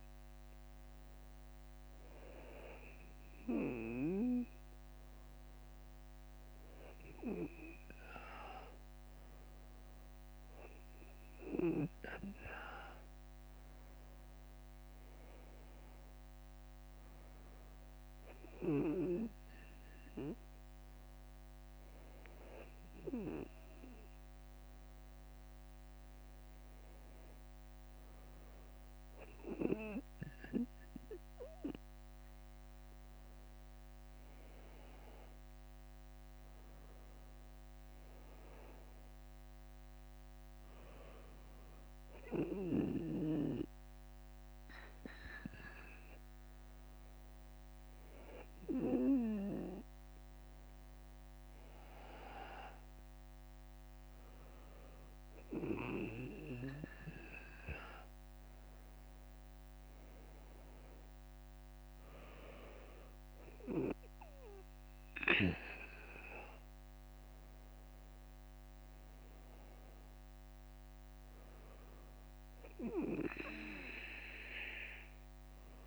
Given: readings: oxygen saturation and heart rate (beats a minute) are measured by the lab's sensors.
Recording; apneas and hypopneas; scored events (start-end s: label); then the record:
breathing in sleep by a microphone on the trachea; none
0.00-1.50 s: arousal
44.00-46.00 s: long interval between heartbeats (device-marked, heart rate 63 before, 69 extreme)
64.50-66.50 s: long interval between heartbeats (device-marked, heart rate 64 before, 69 extreme)
From the record:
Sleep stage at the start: N2 (light sleep); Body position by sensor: on the back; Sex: male